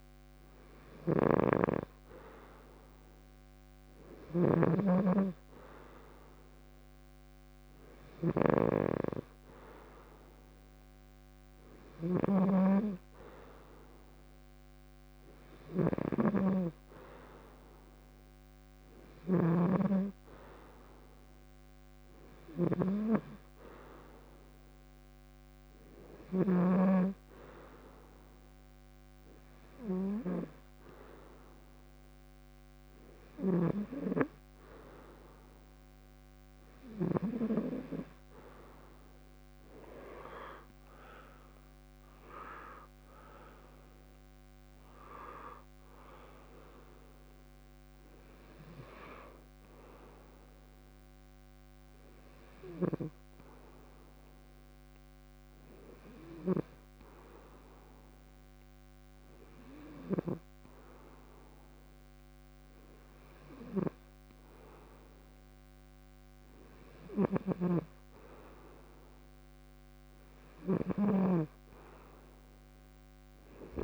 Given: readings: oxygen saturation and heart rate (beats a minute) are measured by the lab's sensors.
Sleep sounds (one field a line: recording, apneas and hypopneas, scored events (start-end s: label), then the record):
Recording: breathing in sleep by a microphone on the trachea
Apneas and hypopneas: 1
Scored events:
0.00-26.50 s: snoring (device-marked)
33.00-37.00 s: snoring (device-marked)
44.00-48.00 s: arousal
51.50-63.00 s: hypopnea (oxygen 93% before, 92% lowest, heart rate 123 before, 66 extreme, up 18 after)
67.00-73.84 s: snoring (device-marked)
71.50-73.84 s: oxygen desaturation (device-marked, oxygen 96% before, 92% lowest, heart rate 104 before, 59 extreme)
72.00-73.84 s: arousal
From the record:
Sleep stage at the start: N2 (light sleep)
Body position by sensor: on the front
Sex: male